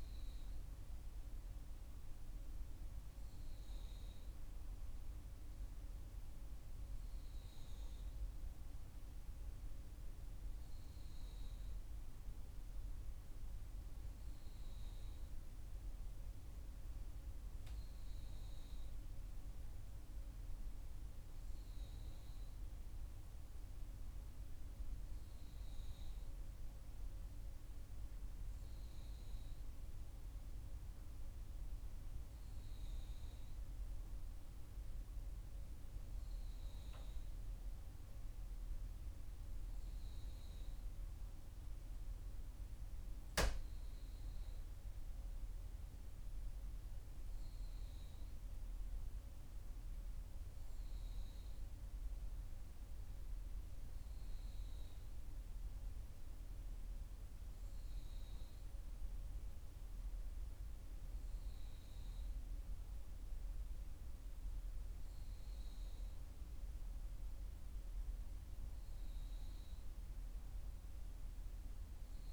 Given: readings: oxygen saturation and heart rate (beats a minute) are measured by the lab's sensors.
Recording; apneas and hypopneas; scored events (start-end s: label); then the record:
breathing in sleep, hard to hear, by a room microphone; none
none scored
From the record:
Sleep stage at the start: N3 (deep sleep); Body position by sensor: on the back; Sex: female